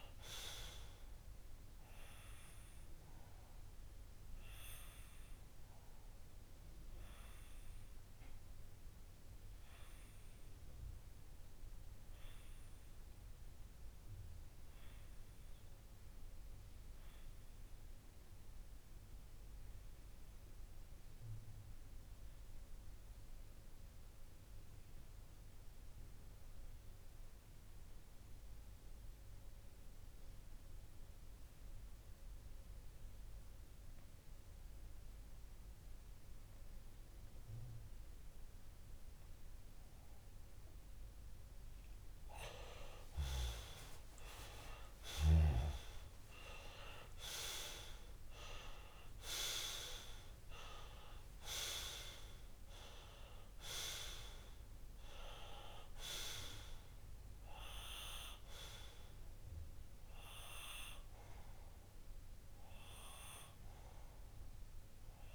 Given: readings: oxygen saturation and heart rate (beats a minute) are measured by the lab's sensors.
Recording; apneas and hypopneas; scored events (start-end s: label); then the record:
breathing in sleep by a room microphone; 1
0.00-5.50 s: oxygen desaturation (device-marked, oxygen 95% lowest)
4.50-40.00 s: obstructive apnea (oxygen 99% before, 94% lowest)
41.50-53.50 s: oxygen desaturation (device-marked, oxygen 98% before, 94% lowest)
43.00-47.50 s: arousal
From the record:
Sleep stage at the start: N2 (light sleep); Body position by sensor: on the left side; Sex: male